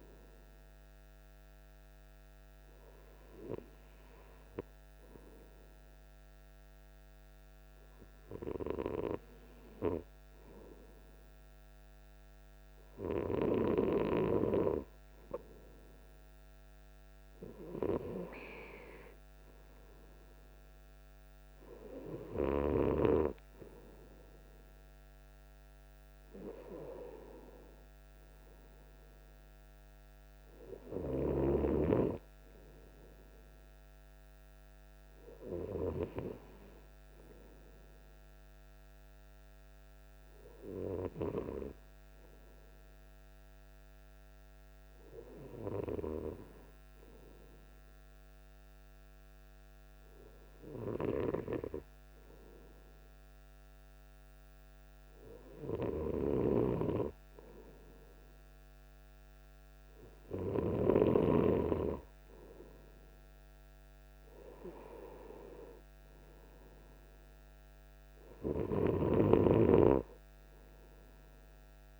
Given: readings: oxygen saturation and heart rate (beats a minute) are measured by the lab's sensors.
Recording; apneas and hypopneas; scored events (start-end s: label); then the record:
breathing in sleep by a microphone on the trachea; none
none scored
From the record:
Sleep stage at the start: N2 (light sleep); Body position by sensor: on the right side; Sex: male